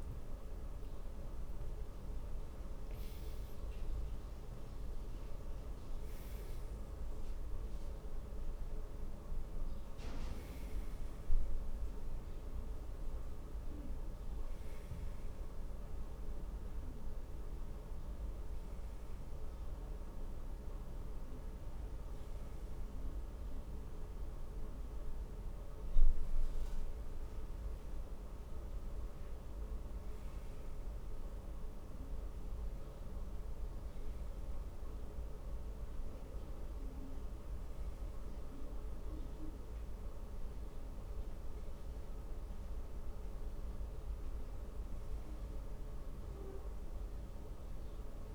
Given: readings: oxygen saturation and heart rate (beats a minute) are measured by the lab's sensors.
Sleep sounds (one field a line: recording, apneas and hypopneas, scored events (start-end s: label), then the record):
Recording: breathing in sleep, hard to hear, by a room microphone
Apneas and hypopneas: none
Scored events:
none scored
From the record:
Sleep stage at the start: N1 (lightest sleep)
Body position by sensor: on the back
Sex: male